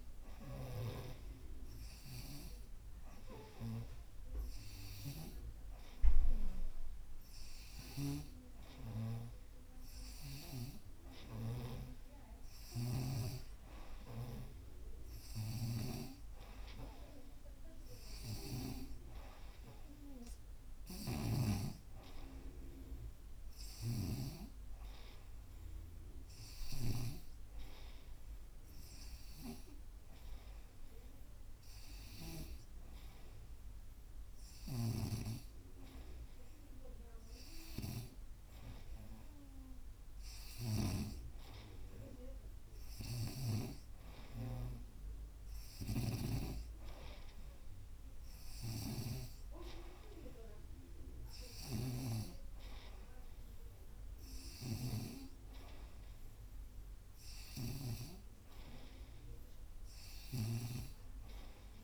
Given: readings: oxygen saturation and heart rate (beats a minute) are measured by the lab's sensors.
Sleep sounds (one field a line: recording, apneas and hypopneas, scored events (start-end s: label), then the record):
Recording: breathing in sleep by a room microphone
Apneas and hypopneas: none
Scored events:
0.00-5.50 s: snoring (device-marked)
7.50-24.50 s: snoring (device-marked)
34.50-41.00 s: snoring (device-marked)
43.50-59.50 s: oxygen desaturation (device-marked, oxygen 94% before, 90% lowest, heart rate 89 before, 85 extreme)
45.50-61.84 s: snoring (device-marked)
From the record:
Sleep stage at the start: N2 (light sleep)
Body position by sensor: on the right side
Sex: female